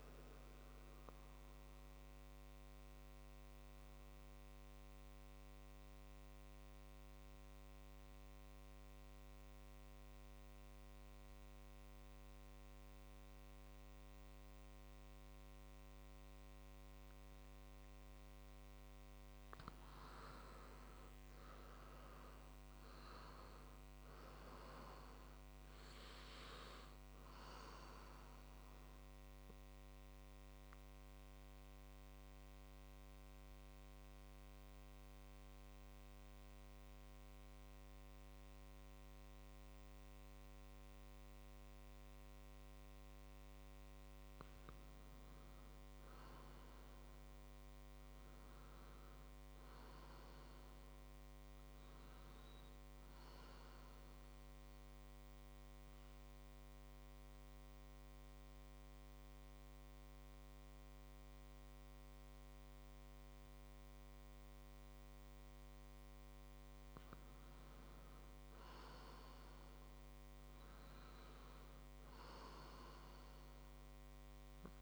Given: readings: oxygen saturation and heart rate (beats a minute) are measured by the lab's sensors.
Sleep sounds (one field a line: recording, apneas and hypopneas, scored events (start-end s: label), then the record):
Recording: breathing in sleep, hard to hear, by a microphone on the trachea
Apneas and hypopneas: 3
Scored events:
0.00-7.00 s: oxygen desaturation (device-marked, oxygen 93% lowest, heart rate 56 extreme)
1.00-19.00 s: mixed apnea (oxygen 100% before, 93% lowest, heart rate 62 before, 56 extreme, up 8 after)
19.00-23.00 s: arousal
21.00-40.00 s: oxygen desaturation (device-marked, oxygen 99% before, 93% lowest, heart rate 59 before, 57 extreme)
29.50-43.00 s: obstructive apnea (oxygen 99% before, 93% lowest, heart rate 62 before, 57 extreme, up 6 after)
44.50-49.00 s: arousal
57.50-67.50 s: obstructive apnea (oxygen 99% before, 92% lowest, heart rate 61 before, 59 extreme, up 4 after)
68.50-72.00 s: arousal
73.00-74.82 s: oxygen desaturation (device-marked, oxygen 97% before, 94% lowest, heart rate 60 before, 60 extreme)
From the record:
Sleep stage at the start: N2 (light sleep)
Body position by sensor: on the back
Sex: male